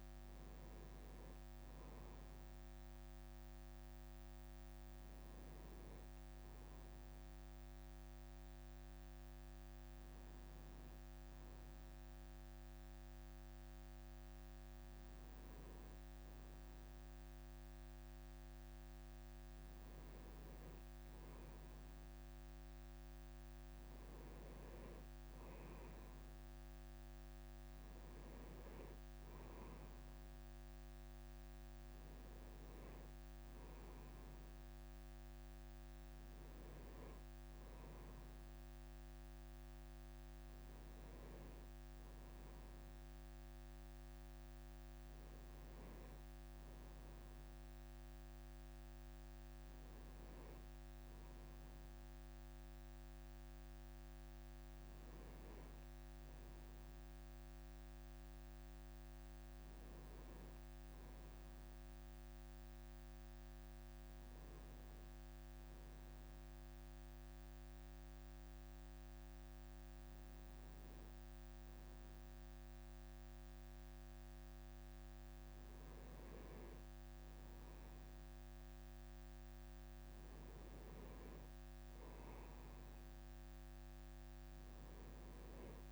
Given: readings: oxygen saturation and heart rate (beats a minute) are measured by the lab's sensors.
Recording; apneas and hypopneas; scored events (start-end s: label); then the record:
breathing in sleep, hard to hear, by a microphone on the trachea; none
none scored
From the record:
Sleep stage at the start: N2 (light sleep); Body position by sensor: on the right side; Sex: male